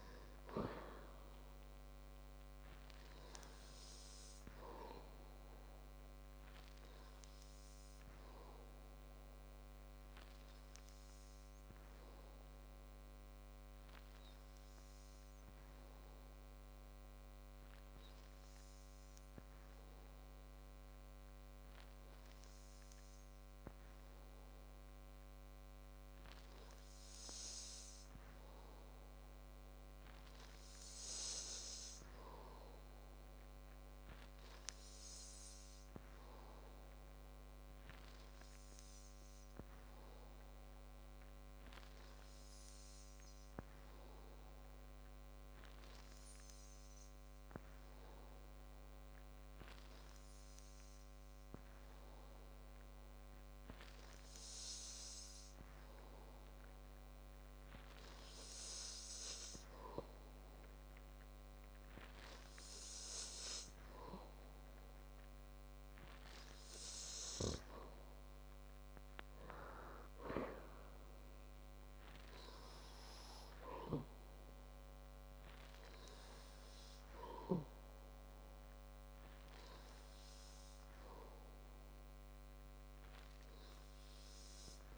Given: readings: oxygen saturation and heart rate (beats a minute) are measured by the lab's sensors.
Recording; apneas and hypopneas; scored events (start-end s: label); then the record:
breathing in sleep by a microphone on the trachea; none
0.00-3.50 s: arousal
From the record:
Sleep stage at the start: N2 (light sleep); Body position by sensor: on the back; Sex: male